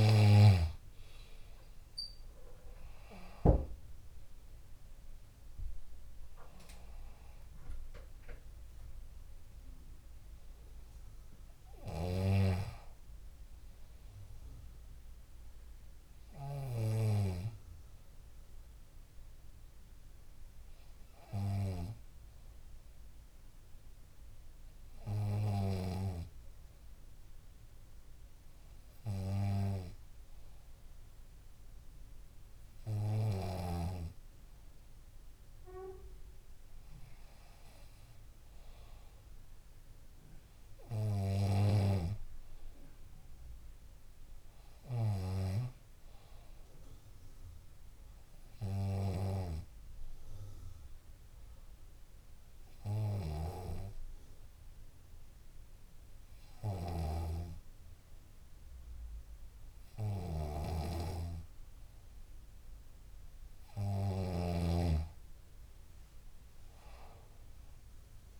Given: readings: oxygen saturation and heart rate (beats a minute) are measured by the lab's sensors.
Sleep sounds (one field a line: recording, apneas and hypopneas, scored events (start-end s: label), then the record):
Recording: breathing in sleep by a room microphone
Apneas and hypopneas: 2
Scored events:
2.50-6.00 s: arousal
12.00-17.50 s: snoring (device-marked)
14.00-68.40 s: new sleep stage, N2 (light sleep)
16.50-31.50 s: hypopnea (oxygen 96% before, 94% lowest, heart rate 71 before, 63 extreme, up 2 after)
33.00-36.00 s: arousal
49.50-62.00 s: hypopnea (oxygen 98% before, 94% lowest, heart rate 69 before, 76 extreme)
56.00-58.00 s: long interval between heartbeats (device-marked, heart rate 68 before, 84 extreme)
57.00-64.50 s: snoring (device-marked)
58.00-60.00 s: long interval between heartbeats (device-marked, heart rate 69 before, 98 extreme)
60.50-62.50 s: long interval between heartbeats (device-marked, heart rate 73 before, 118 extreme)
64.50-66.50 s: long interval between heartbeats (device-marked, heart rate 82 before, 129 extreme)
66.00-68.40 s: arousal
From the record:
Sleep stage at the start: N3 (deep sleep)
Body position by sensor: on the back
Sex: female